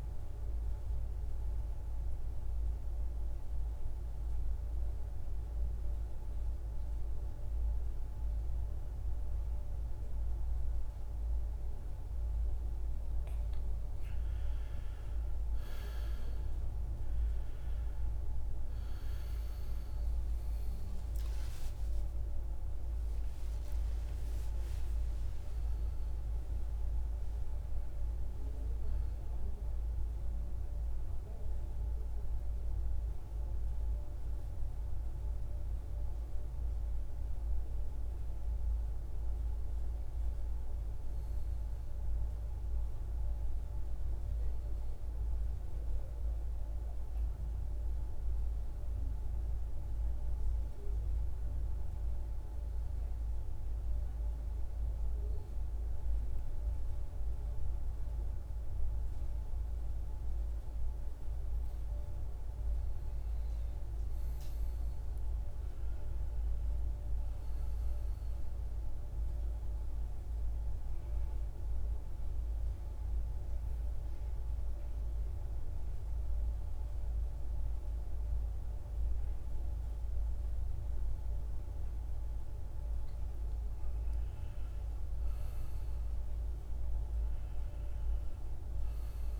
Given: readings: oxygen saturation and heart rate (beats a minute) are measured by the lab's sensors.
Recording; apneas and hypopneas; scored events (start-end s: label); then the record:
breathing in sleep, hard to hear, by a room microphone; 3
1.50-12.00 s: obstructive apnea (oxygen 98% before, 87% lowest, heart rate 59 before, 62 extreme, up 8 after)
3.50-37.50 s: oxygen desaturation (device-marked, oxygen 98% before, 87% lowest, heart rate 59 before, 54 extreme)
18.00-23.00 s: arousal
38.50-42.00 s: arousal
44.50-54.50 s: central apnea (oxygen 99% before, 91% lowest, heart rate 67 before, 54 extreme, up 3 after)
56.00-59.50 s: arousal
63.50-82.50 s: oxygen desaturation (device-marked, oxygen 97% before, 91% lowest, heart rate 56 before, 57 extreme)
73.50-83.50 s: central apnea (oxygen 98% before, 86% lowest, heart rate 59 before, 57 extreme, up 5 after)
84.50-88.50 s: arousal
From the record:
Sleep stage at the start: N2 (light sleep); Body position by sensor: on the back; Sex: male